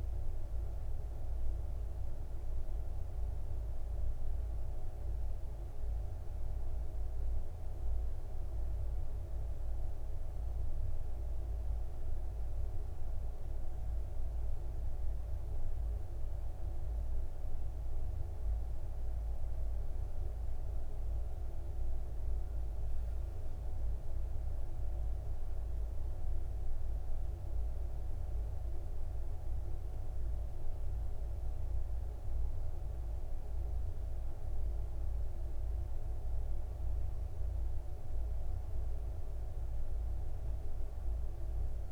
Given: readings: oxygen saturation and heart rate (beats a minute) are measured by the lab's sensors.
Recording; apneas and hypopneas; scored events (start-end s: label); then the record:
breathing in sleep, hard to hear, by a room microphone; none
none scored
From the record:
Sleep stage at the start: N2 (light sleep); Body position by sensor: on the back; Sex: male